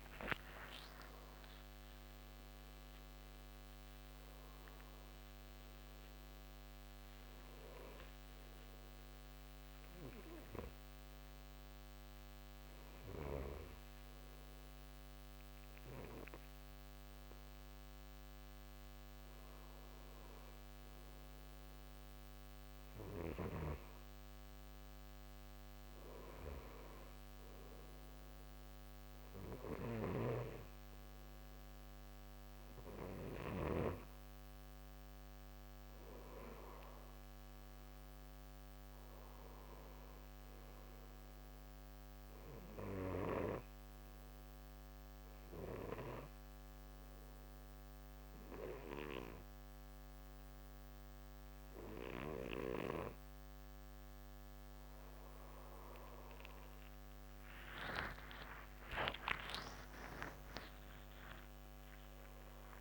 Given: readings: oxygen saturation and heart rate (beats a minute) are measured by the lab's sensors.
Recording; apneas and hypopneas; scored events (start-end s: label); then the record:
breathing in sleep by a microphone on the trachea; 2
0.00-1.00 s: arousal
0.00-13.50 s: oxygen desaturation (device-marked, oxygen 88% lowest, heart rate 61 extreme)
9.50-22.00 s: hypopnea (oxygen 97% before, 89% lowest, heart rate 88 before, 61 extreme, up 3 after)
23.50-26.50 s: arousal
27.50-50.50 s: oxygen desaturation (device-marked, oxygen 98% before, 91% lowest, heart rate 67 before, 65 extreme)
44.50-55.50 s: obstructive apnea (oxygen 98% before, 84% lowest, heart rate 67 before, 63 extreme, up 46 after)
58.00-62.81 s: arousal
61.50-62.81 s: oxygen desaturation (device-marked, oxygen 93% before, 90% lowest, heart rate 74 before, 63 extreme)
From the record:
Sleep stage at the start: N2 (light sleep); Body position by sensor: on the right side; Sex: male